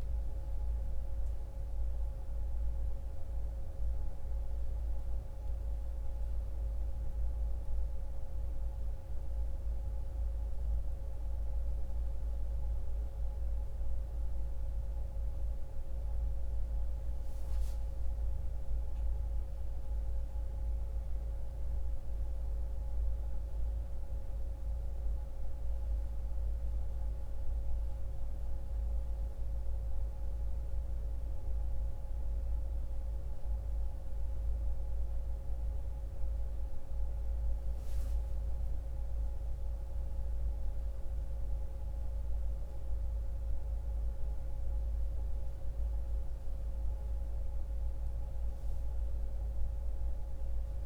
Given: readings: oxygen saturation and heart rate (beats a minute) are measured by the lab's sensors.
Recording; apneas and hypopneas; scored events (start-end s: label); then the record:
a person awake in a sleep study, hard to hear, by a room microphone; none
0.00-9.50 s: oxygen desaturation (device-marked, oxygen 93% lowest, heart rate 65 extreme)
From the record:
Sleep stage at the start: awake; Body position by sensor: upright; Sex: male